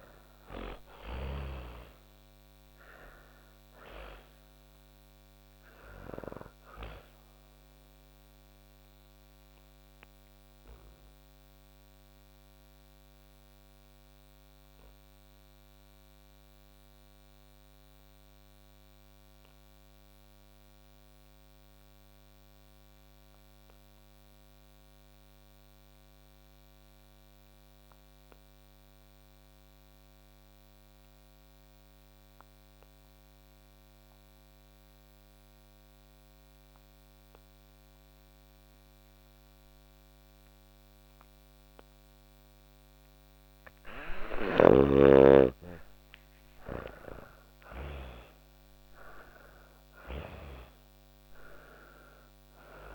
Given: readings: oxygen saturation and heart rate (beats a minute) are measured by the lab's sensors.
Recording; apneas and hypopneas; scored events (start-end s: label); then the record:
breathing in sleep by a microphone on the trachea; 1
0.00-28.00 s: oxygen desaturation (device-marked, oxygen 87% lowest, heart rate 38 extreme)
9.50-41.00 s: obstructive apnea (oxygen 98% before, 84% lowest, heart rate 65 before, 38 extreme, up 40 after)
42.00-52.95 s: oxygen desaturation (device-marked, oxygen 98% before, 84% lowest, heart rate 49 before, 40 extreme)
42.50-46.50 s: snoring (device-marked)
44.00-48.00 s: arousal
From the record:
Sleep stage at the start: N2 (light sleep); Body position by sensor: on the back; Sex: female